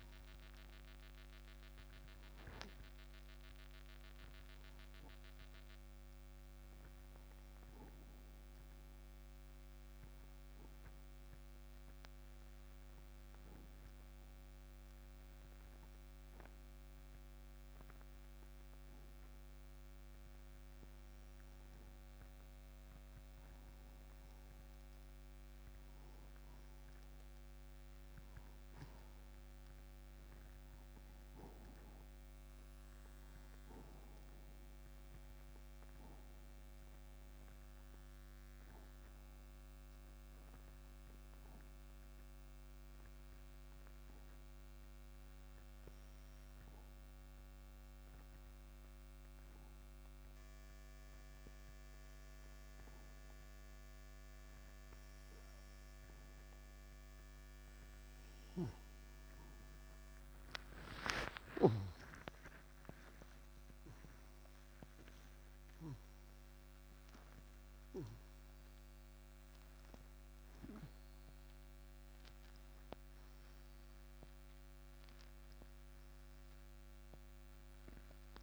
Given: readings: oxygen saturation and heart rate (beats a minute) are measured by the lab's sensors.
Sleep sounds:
breathing in sleep, hard to hear, by a microphone on the trachea; 2
0.00-16.00 s: oxygen desaturation (device-marked, oxygen 92% lowest, heart rate 59 extreme)
6.00-22.00 s: obstructive apnea (oxygen 98% before, 90% lowest, heart rate 172 before, 59 extreme, up 22 after)
23.50-27.50 s: arousal
35.00-57.50 s: obstructive apnea (oxygen 95% before, 87% lowest, heart rate 101 before, 43 extreme, up 45 after)
47.00-53.00 s: oxygen desaturation (device-marked, oxygen 95% before, 90% lowest, heart rate 103 before, 88 extreme)
60.50-66.00 s: arousal
68.00-78.43 s: oxygen desaturation (device-marked, oxygen 96% before, 87% lowest)
From the record:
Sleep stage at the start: N2 (light sleep); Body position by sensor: on the right side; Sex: male

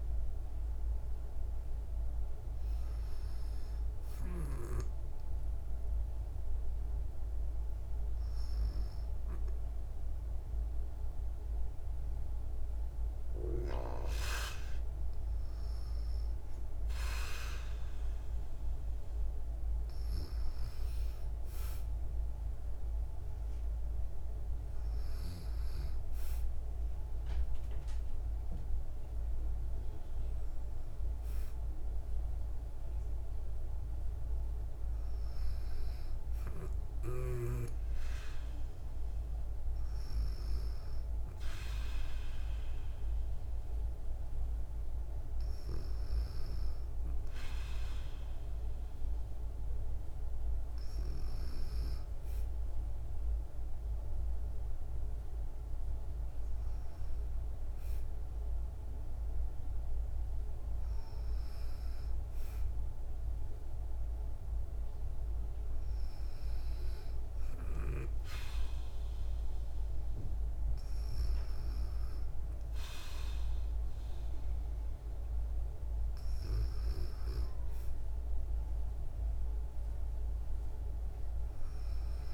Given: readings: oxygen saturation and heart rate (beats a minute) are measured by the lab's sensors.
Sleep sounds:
breathing in sleep by a room microphone; none
none scored
From the record:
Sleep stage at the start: N2 (light sleep); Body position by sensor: on the back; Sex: female

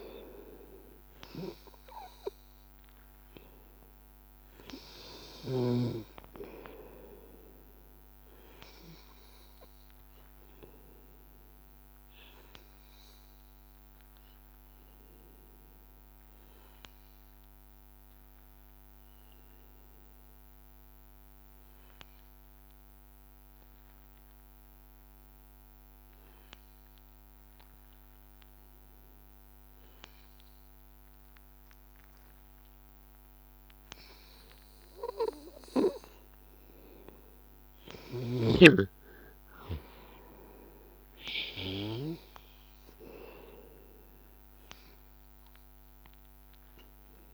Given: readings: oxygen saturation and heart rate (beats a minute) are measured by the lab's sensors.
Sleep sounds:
breathing in sleep by a microphone on the trachea; 1
0.00-2.00 s: arousal
0.00-21.50 s: oxygen desaturation (device-marked, oxygen 92% lowest, heart rate 82 extreme)
17.00-36.00 s: obstructive apnea (oxygen 96% before, 91% lowest, heart rate 84 before, 82 extreme, up 2 after)
35.50-47.33 s: oxygen desaturation (device-marked, oxygen 98% before, 94% lowest, heart rate 82 before, 82 extreme)
38.00-42.50 s: arousal
From the record:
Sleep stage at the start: N2 (light sleep); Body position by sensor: on the back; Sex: male

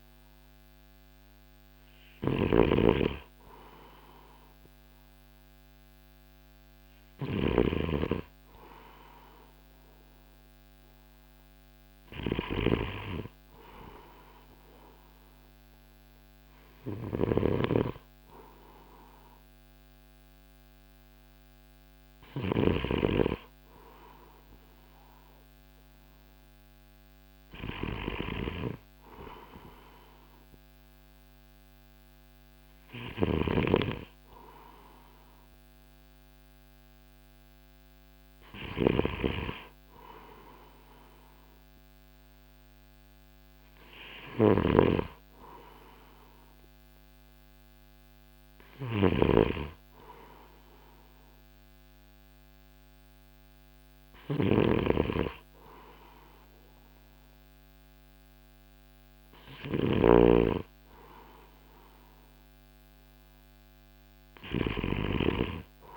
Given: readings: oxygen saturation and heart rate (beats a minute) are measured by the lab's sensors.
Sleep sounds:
breathing in sleep by a microphone on the trachea; none
0.00-22.50 s: snoring (device-marked)
32.50-65.97 s: snoring (device-marked)
From the record:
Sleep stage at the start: N2 (light sleep); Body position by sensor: on the right side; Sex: male

